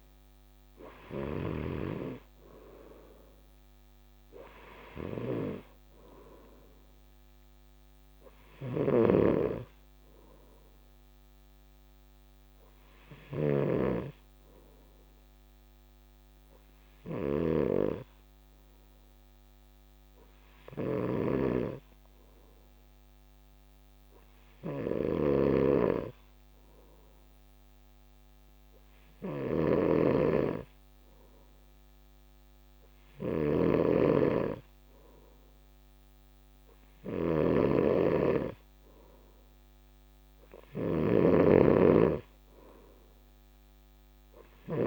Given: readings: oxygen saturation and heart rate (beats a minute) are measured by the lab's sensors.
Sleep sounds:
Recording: breathing in sleep by a microphone on the trachea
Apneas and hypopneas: none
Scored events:
1.50-44.87 s: snoring (device-marked)
From the record:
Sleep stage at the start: N2 (light sleep)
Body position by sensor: on the right side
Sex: male

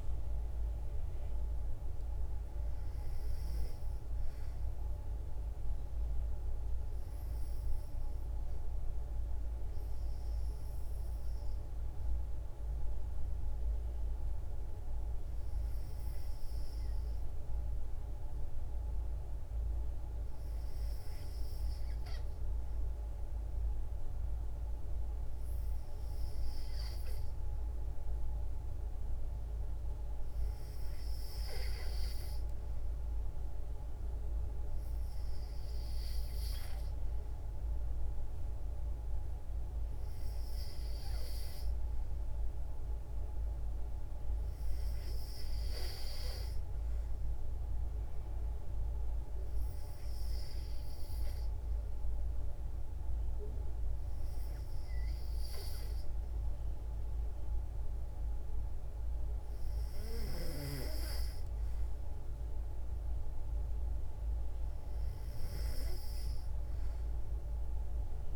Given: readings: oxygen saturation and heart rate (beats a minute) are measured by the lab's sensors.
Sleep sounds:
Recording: breathing in sleep, hard to hear, by a room microphone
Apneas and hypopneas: 1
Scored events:
2.50-6.00 s: arousal
10.50-26.50 s: hypopnea (oxygen 95% before, 92% lowest, heart rate 58 before, 56 extreme, up 1 after)
28.50-32.00 s: arousal
From the record:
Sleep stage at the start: N2 (light sleep)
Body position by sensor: on the back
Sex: female

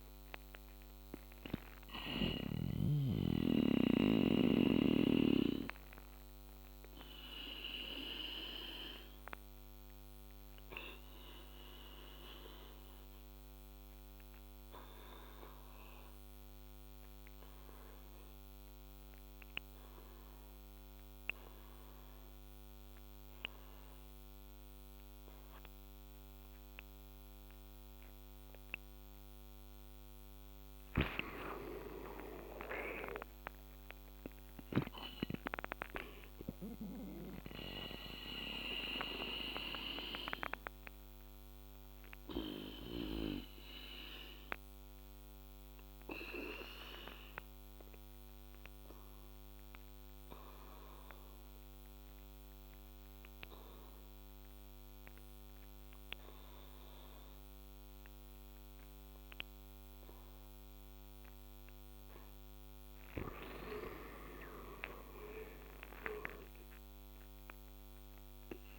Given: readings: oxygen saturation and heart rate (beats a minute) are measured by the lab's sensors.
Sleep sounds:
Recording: breathing in sleep by a microphone on the trachea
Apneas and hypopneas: 2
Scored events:
0.00-2.00 s: snoring (device-marked)
2.00-29.00 s: obstructive apnea (oxygen 99% before, 86% lowest, heart rate 74 before, 73 extreme, up 5 after)
18.00-28.00 s: oxygen desaturation (device-marked, oxygen 96% before, 88% lowest, heart rate 79 before, 75 extreme)
31.00-34.50 s: arousal
38.00-62.00 s: oxygen desaturation (device-marked, oxygen 99% before, 86% lowest, heart rate 78 before, 65 extreme)
41.50-62.50 s: obstructive apnea (oxygen 99% before, 86% lowest, heart rate 79 before, 65 extreme, up 8 after)
63.50-67.50 s: arousal
From the record:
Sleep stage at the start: N2 (light sleep)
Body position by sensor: on the back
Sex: male

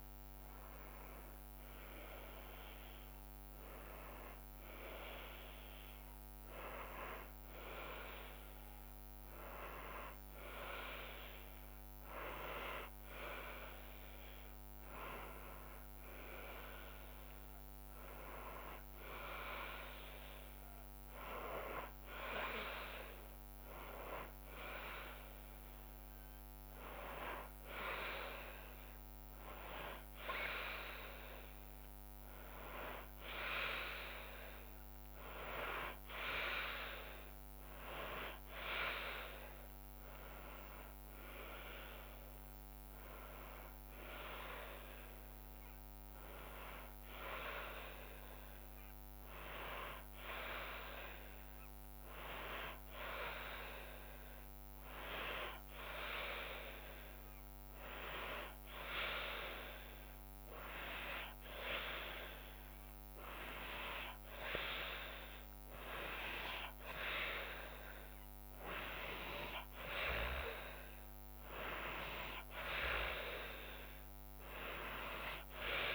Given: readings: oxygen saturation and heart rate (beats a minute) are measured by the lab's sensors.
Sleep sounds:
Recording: breathing in sleep by a microphone on the trachea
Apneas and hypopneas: none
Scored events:
14.50-75.95 s: new sleep stage, N2 (light sleep)
From the record:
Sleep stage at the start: N1 (lightest sleep)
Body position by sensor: on the back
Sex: female

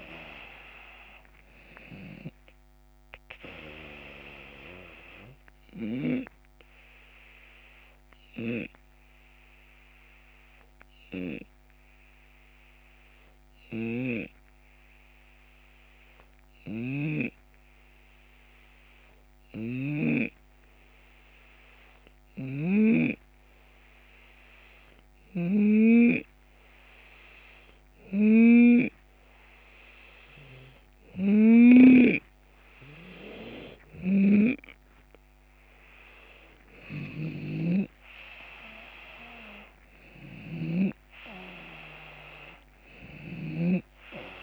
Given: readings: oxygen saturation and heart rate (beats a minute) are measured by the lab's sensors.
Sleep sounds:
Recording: breathing in sleep by a microphone on the trachea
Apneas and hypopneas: 1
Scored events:
0.00-9.50 s: drop in pulse transit time (device-marked, heart rate 74 extreme)
0.00-18.50 s: oxygen desaturation (device-marked, oxygen 88% lowest, heart rate 70 extreme)
5.00-29.00 s: hypopnea (oxygen 93% before, 88% lowest, heart rate 81 before, 70 extreme, up 6 after)
16.00-19.50 s: snoring (device-marked)
21.50-40.50 s: snoring (device-marked)
32.50-44.43 s: oxygen desaturation (device-marked, oxygen 93% before, 89% lowest, heart rate 73 before, 71 extreme)
35.50-44.43 s: drop in pulse transit time (device-marked, heart rate 74 before, 78 extreme)
36.00-39.50 s: arousal
From the record:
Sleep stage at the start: N2 (light sleep)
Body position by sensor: on the left side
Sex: male

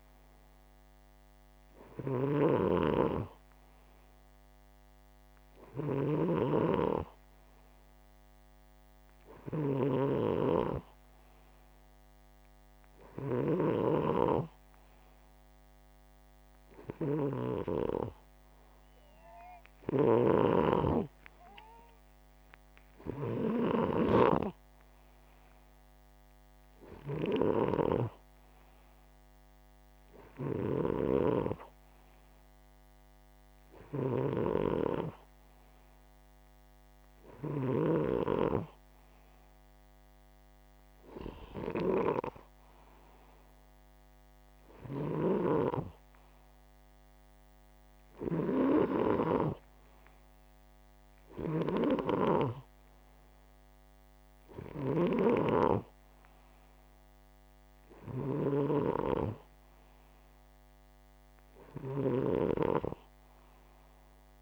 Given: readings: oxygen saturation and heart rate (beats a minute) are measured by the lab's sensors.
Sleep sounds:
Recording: breathing in sleep by a microphone on the trachea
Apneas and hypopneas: none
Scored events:
0.00-23.50 s: snoring (device-marked)
30.00-37.50 s: snoring (device-marked)
44.50-49.00 s: snoring (device-marked)
57.50-64.42 s: snoring (device-marked)
From the record:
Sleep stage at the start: N2 (light sleep)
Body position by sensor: upright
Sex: male

